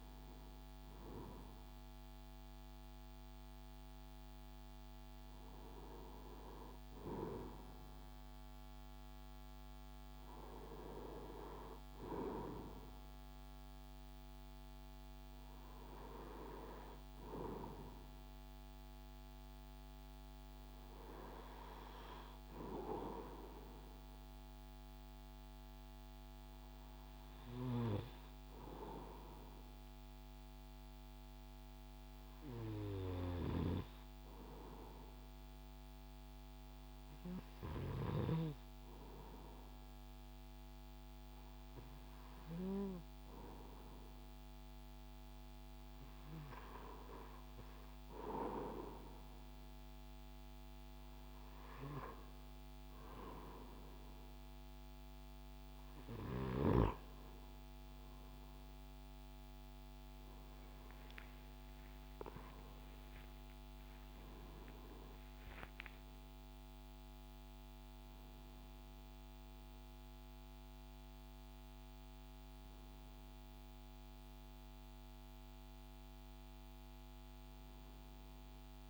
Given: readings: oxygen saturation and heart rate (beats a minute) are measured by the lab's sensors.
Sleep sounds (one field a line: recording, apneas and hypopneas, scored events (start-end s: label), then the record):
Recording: breathing in sleep by a microphone on the trachea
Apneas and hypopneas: 1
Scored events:
28.50-42.50 s: hypopnea (oxygen 97% before, 94% lowest)
44.00-78.89 s: new sleep stage, N1 (lightest sleep)
62.50-67.00 s: arousal
From the record:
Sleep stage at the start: REM sleep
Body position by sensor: on the right side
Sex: male